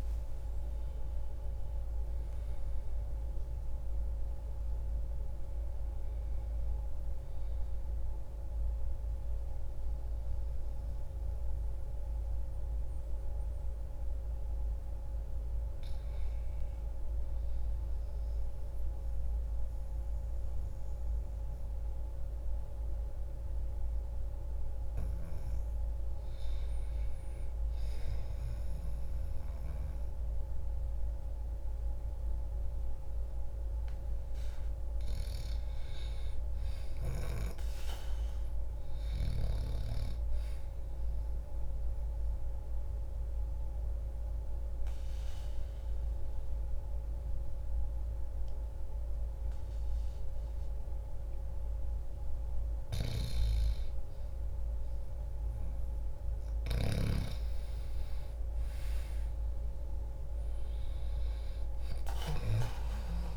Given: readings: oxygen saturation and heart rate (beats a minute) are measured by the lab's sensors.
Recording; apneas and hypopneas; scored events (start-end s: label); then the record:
a person partly awake in a sleep study, hard to hear, by a room microphone; 1
10.50-63.37 s: new sleep stage, N2 (light sleep)
28.50-56.50 s: oxygen desaturation (device-marked, oxygen 98% before, 91% lowest, heart rate 66 before, 62 extreme)
41.50-53.50 s: obstructive apnea (oxygen 98% before, 89% lowest, heart rate 66 before, 63 extreme, up 3 after)
59.00-63.00 s: arousal
From the record:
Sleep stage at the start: awake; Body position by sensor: on the back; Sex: male